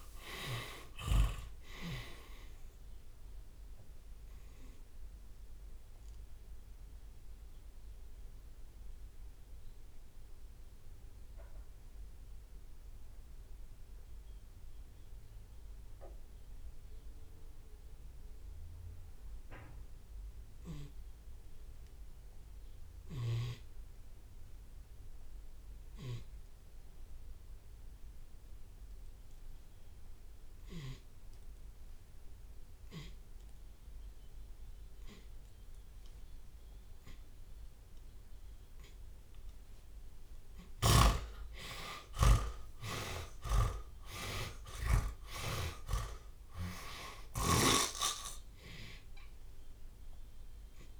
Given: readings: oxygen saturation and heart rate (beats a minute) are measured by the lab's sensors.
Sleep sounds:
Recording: breathing in sleep by a room microphone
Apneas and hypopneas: 1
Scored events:
0.00-1.00 s: drop in pulse transit time (device-marked, heart rate 92 extreme)
0.00-1.50 s: long interval between heartbeats (device-marked, heart rate 117 extreme)
0.00-24.00 s: tachycardia (device-marked, heart rate 117 extreme)
6.00-40.50 s: obstructive apnea (oxygen 92% before, 80% lowest)
33.00-35.00 s: long interval between heartbeats (device-marked, heart rate 75 before, 57 extreme)
35.00-37.00 s: long interval between heartbeats (device-marked, heart rate 73 before, 57 extreme)
37.00-39.00 s: long interval between heartbeats (device-marked, heart rate 68 before, 70 extreme)
39.00-41.00 s: drop in pulse transit time (device-marked, heart rate 65 before, 69 extreme)
40.50-42.50 s: long interval between heartbeats (device-marked, heart rate 63 before, 76 extreme)
40.50-45.00 s: snoring (device-marked)
42.00-47.00 s: arousal
46.00-48.00 s: long interval between heartbeats (device-marked, heart rate 49 before, 61 extreme)
46.00-49.00 s: drop in pulse transit time (device-marked, heart rate 49 before, 48 extreme)
49.50-51.00 s: long interval between heartbeats (device-marked, heart rate 52 before, 69 extreme)
From the record:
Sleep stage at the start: N2 (light sleep)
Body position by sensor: on the back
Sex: male

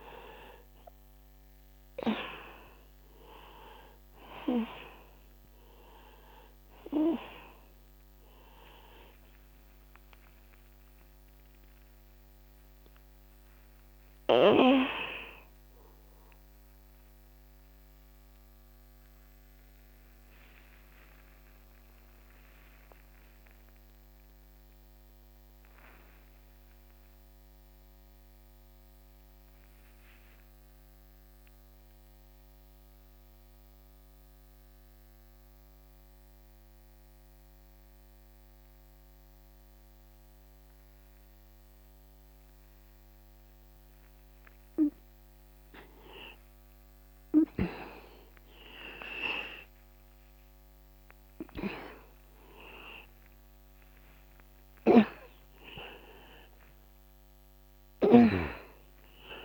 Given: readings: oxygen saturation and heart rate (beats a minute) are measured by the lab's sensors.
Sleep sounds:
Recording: breathing in sleep by a microphone on the trachea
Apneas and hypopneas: 1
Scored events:
0.00-24.50 s: oxygen desaturation (device-marked, oxygen 83% lowest, heart rate 47 extreme)
19.00-47.50 s: obstructive apnea (oxygen 95% before, 87% lowest, heart rate 68 before, 65 extreme, up 0 after)
49.00-52.50 s: arousal
55.50-59.45 s: oxygen desaturation (device-marked, oxygen 98% before, 87% lowest, heart rate 66 before, 64 extreme)
From the record:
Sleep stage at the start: N2 (light sleep)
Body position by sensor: on the back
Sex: male

